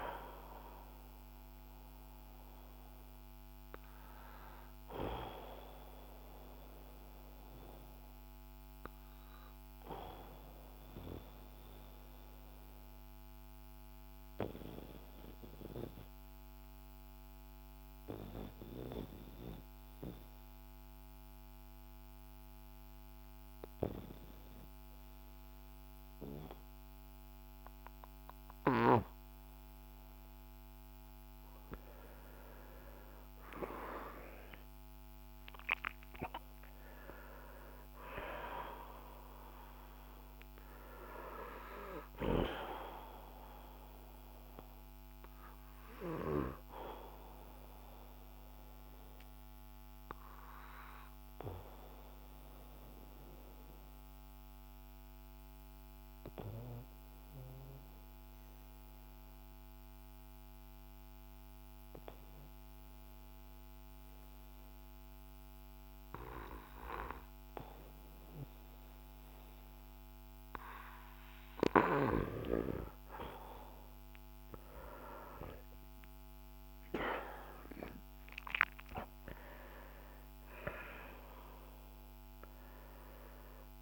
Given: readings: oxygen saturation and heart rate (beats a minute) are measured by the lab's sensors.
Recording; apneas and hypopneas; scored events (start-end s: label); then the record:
breathing in sleep by a microphone on the trachea; 2
0.00-19.00 s: oxygen desaturation (device-marked, oxygen 89% lowest, heart rate 42 extreme)
1.00-31.50 s: obstructive apnea (oxygen 96% before, 89% lowest, heart rate 59 before, 42 extreme, up 10 after)
34.00-38.00 s: arousal
46.50-70.50 s: obstructive apnea (oxygen 96% before, 88% lowest, heart rate 61 before, 49 extreme, up 9 after)
47.00-68.00 s: oxygen desaturation (device-marked, oxygen 95% before, 90% lowest, heart rate 61 before, 49 extreme)
73.50-78.50 s: arousal
78.00-83.82 s: oxygen desaturation (device-marked, oxygen 96% before, 88% lowest, heart rate 55 before, 47 extreme)
From the record:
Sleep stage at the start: N2 (light sleep); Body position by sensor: on the back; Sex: male